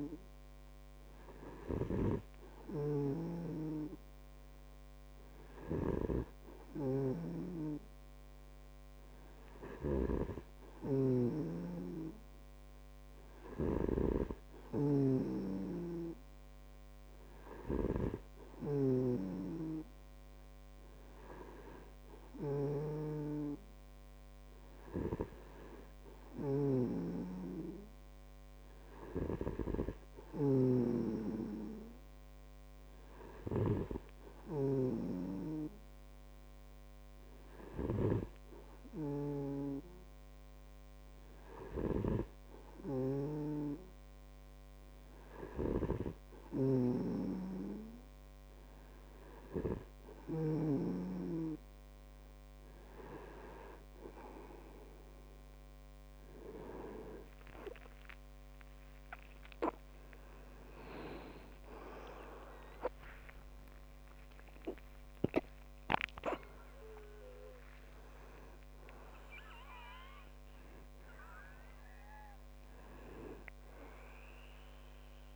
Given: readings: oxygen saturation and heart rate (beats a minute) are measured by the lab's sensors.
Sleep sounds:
breathing in sleep by a microphone on the trachea; none
2.00-51.00 s: snoring (device-marked)
58.50-64.00 s: arousal
72.00-75.36 s: new sleep stage, N1 (lightest sleep)
From the record:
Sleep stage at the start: N2 (light sleep); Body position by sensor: on the back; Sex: male

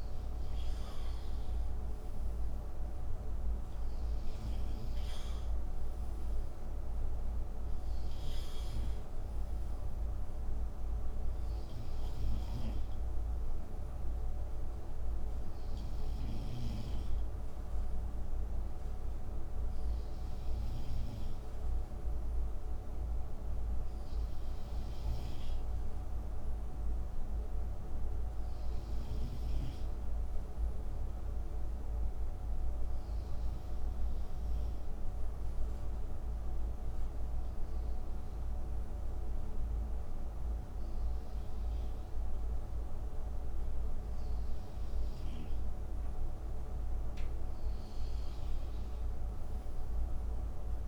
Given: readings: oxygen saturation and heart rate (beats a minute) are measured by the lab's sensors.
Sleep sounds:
breathing in sleep, hard to hear, by a room microphone; none
15.50-20.50 s: snoring (device-marked)
46.00-50.88 s: new sleep stage, awake
From the record:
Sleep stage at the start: REM sleep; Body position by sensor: on the right side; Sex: male

